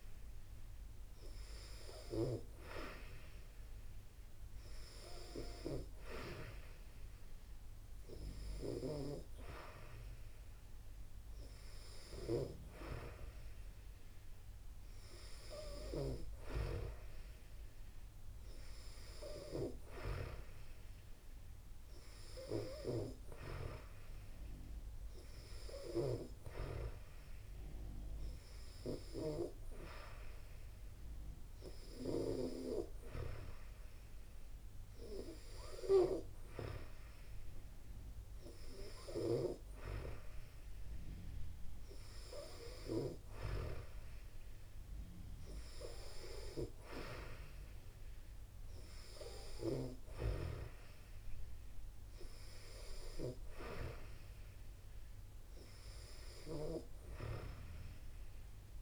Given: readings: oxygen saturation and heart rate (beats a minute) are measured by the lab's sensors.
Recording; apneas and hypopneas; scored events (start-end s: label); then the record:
breathing in sleep by a room microphone; none
none scored
From the record:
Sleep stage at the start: N2 (light sleep); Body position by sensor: on the back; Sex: female